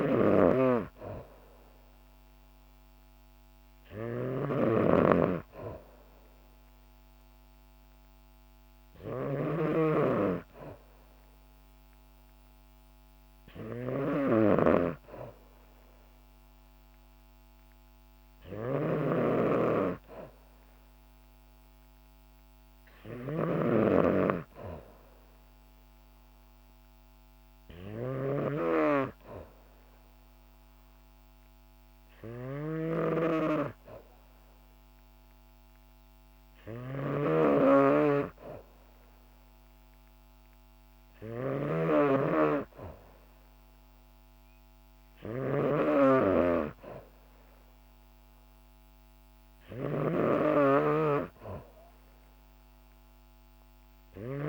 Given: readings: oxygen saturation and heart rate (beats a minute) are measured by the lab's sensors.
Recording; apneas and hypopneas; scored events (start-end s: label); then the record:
breathing in sleep by a microphone on the trachea; none
0.00-54.49 s: snoring (device-marked)
From the record:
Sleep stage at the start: N2 (light sleep); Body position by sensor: on the back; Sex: female